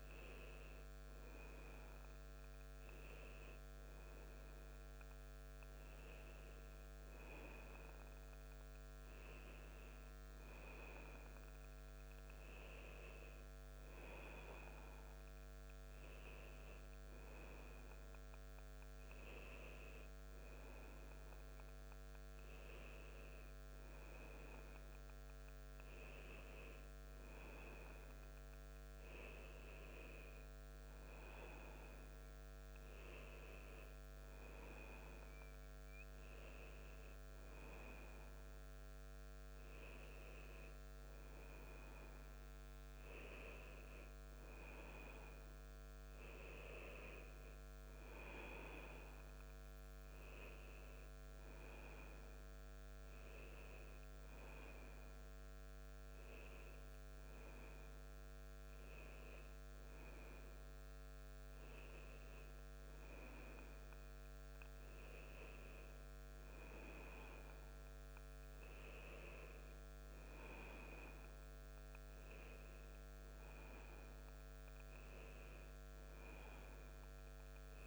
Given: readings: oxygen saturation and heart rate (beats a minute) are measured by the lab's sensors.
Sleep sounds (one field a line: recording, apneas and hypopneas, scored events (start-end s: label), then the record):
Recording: a person awake in a sleep study, by a microphone on the trachea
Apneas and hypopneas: none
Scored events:
none scored
From the record:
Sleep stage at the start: awake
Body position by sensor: on the back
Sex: male